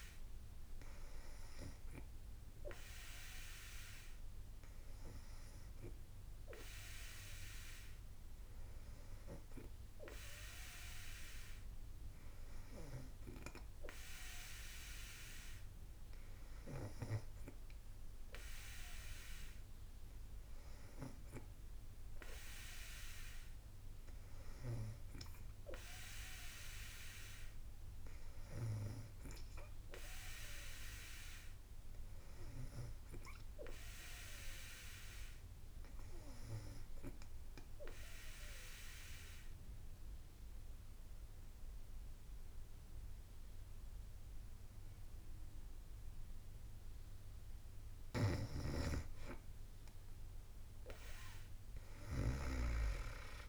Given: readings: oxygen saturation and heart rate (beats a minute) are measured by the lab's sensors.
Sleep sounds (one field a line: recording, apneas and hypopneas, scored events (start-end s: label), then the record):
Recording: breathing in sleep by a room microphone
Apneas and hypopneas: 1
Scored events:
37.50-49.00 s: obstructive apnea (oxygen 95% before, 90% lowest, heart rate 56 before, 53 extreme, up 4 after)
48.00-52.50 s: snoring (device-marked)
From the record:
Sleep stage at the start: N2 (light sleep)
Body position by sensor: on the back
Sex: female